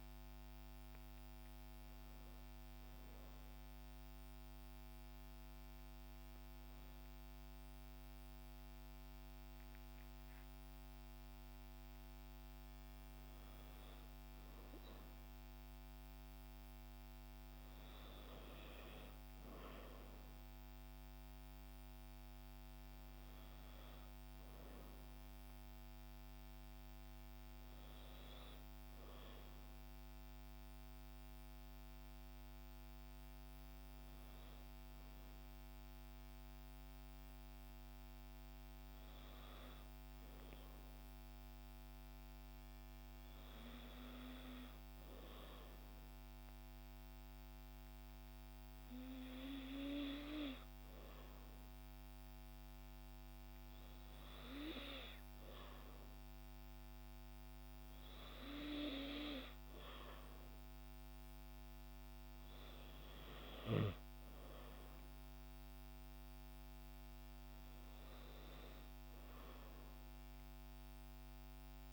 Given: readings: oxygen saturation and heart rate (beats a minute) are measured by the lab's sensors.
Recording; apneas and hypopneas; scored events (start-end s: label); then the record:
breathing in sleep by a microphone on the trachea; none
none scored
From the record:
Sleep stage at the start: N2 (light sleep); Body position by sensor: on the back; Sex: female